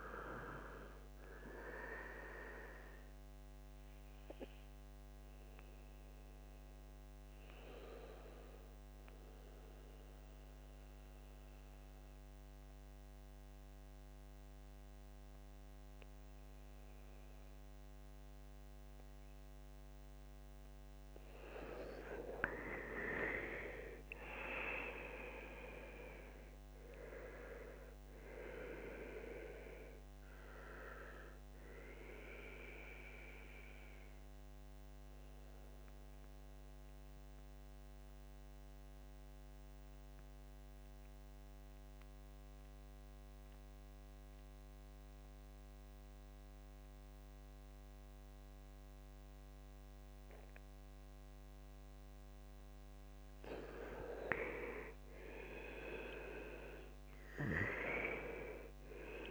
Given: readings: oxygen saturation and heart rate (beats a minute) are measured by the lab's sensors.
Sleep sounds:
breathing in sleep by a microphone on the trachea; 2
0.00-15.00 s: oxygen desaturation (device-marked, oxygen 91% lowest, heart rate 66 extreme)
4.50-20.50 s: central apnea (oxygen 96% before, 88% lowest, heart rate 70 before, 65 extreme, up 9 after)
23.50-27.50 s: arousal
29.00-50.00 s: oxygen desaturation (device-marked, oxygen 95% before, 88% lowest, heart rate 70 before, 65 extreme)
32.50-53.00 s: mixed apnea (oxygen 97% before, 82% lowest, heart rate 71 before, 65 extreme, up 4 after)
55.50-59.00 s: arousal
From the record:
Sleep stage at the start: N2 (light sleep); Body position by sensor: on the back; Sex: male

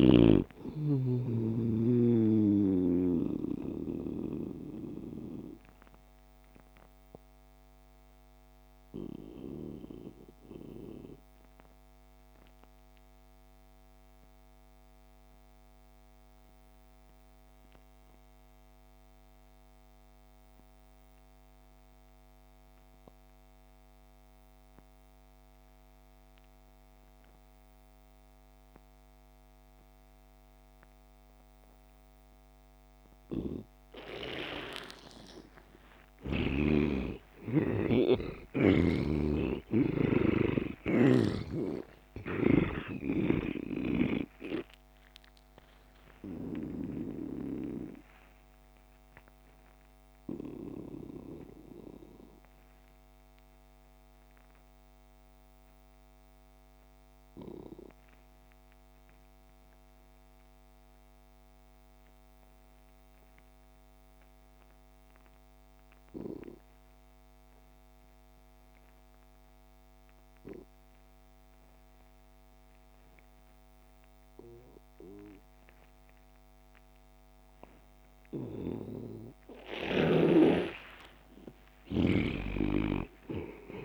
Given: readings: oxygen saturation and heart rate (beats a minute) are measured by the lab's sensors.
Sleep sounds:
breathing in sleep by a microphone on the trachea; 2
0.00-19.50 s: oxygen desaturation (device-marked, oxygen 83% lowest)
2.50-34.50 s: obstructive apnea (oxygen 99% before, 82% lowest)
34.50-61.50 s: oxygen desaturation (device-marked, oxygen 99% before, 83% lowest)
36.50-41.50 s: arousal
45.50-78.00 s: obstructive apnea (oxygen 99% before, 79% lowest)
77.50-83.85 s: oxygen desaturation (device-marked, oxygen 98% before, 79% lowest)
80.50-83.85 s: arousal
From the record:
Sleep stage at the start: N2 (light sleep); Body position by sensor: on the back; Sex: male

